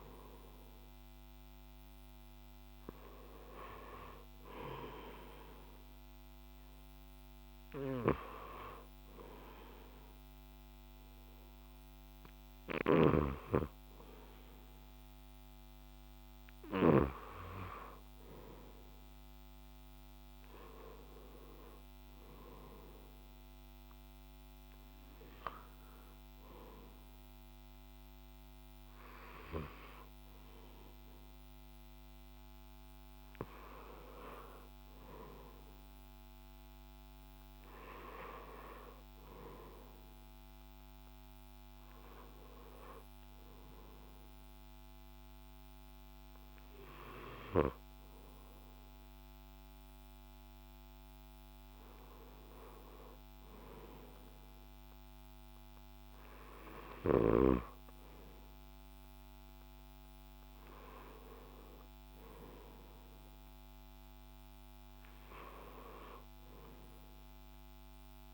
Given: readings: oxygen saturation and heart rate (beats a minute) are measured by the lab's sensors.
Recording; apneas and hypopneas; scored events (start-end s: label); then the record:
breathing in sleep by a microphone on the trachea; 1
0.00-22.50 s: oxygen desaturation (device-marked, oxygen 90% lowest)
29.50-34.50 s: drop in pulse transit time (device-marked)
41.50-54.00 s: hypopnea (oxygen 92% before, 89% lowest)
55.50-59.00 s: arousal
61.50-68.34 s: oxygen desaturation (device-marked, oxygen 94% before, 89% lowest)
From the record:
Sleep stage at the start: N2 (light sleep); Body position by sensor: on the left side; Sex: male